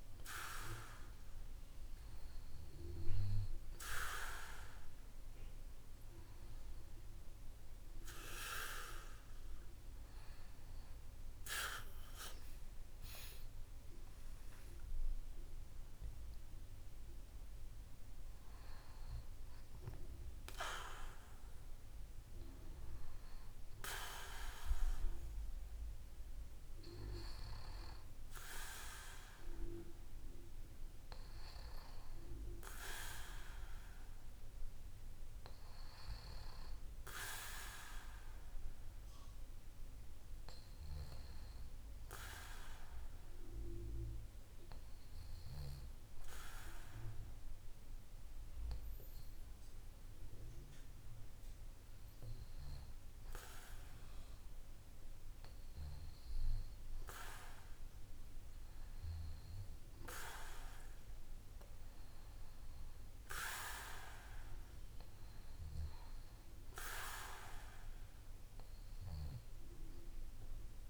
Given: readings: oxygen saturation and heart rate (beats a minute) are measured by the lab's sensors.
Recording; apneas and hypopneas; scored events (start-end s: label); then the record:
breathing in sleep by a room microphone; 1
12.50-16.00 s: arousal
37.50-41.50 s: arousal
43.50-56.00 s: hypopnea (oxygen 96% before, 93% lowest, heart rate 58 before, 53 extreme, up 1 after)
From the record:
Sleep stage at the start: N2 (light sleep); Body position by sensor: on the back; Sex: male